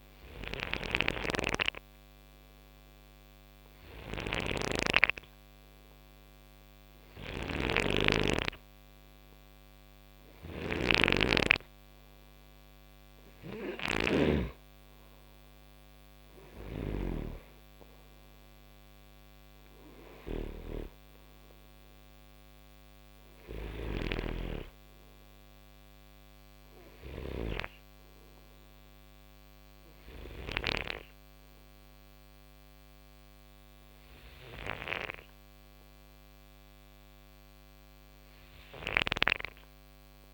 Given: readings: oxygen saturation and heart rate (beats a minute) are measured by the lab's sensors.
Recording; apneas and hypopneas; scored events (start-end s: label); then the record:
breathing in sleep by a microphone on the trachea; none
0.00-14.00 s: snoring (device-marked)
16.00-40.34 s: snoring (device-marked)
From the record:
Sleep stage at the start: N2 (light sleep); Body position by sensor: on the right side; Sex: male